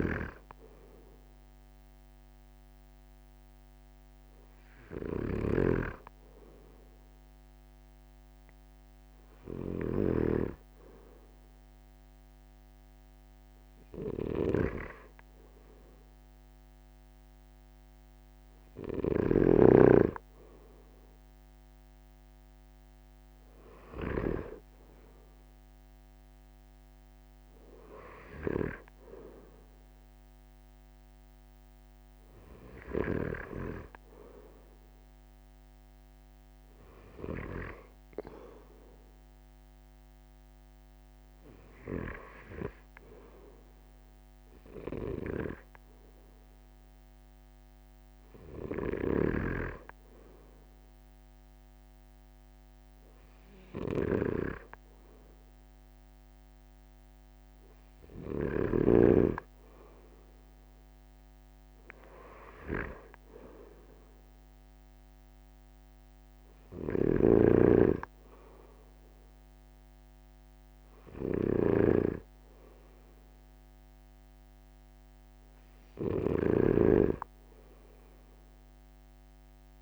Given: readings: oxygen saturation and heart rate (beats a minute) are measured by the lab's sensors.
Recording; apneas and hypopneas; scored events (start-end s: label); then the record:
breathing in sleep by a microphone on the trachea; none
0.00-19.50 s: snoring (device-marked)
28.00-33.00 s: snoring (device-marked)
48.50-58.50 s: snoring (device-marked)
66.50-79.82 s: snoring (device-marked)
From the record:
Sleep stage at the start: N2 (light sleep); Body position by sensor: on the right side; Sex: male